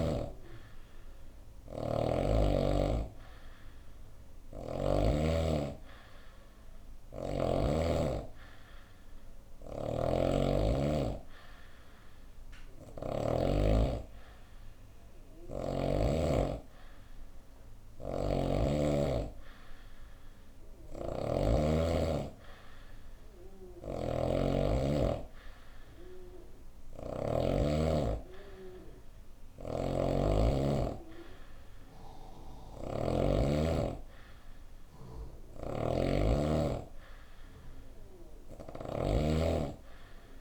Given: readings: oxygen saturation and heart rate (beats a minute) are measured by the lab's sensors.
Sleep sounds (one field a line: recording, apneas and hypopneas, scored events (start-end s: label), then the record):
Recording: breathing in sleep by a room microphone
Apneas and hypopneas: none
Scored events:
1.00-4.50 s: snoring (device-marked)
9.00-12.50 s: snoring (device-marked)
14.50-18.00 s: snoring (device-marked)
20.00-27.00 s: snoring (device-marked)
29.00-38.50 s: snoring (device-marked)
From the record:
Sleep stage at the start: N2 (light sleep)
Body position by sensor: on the right side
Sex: female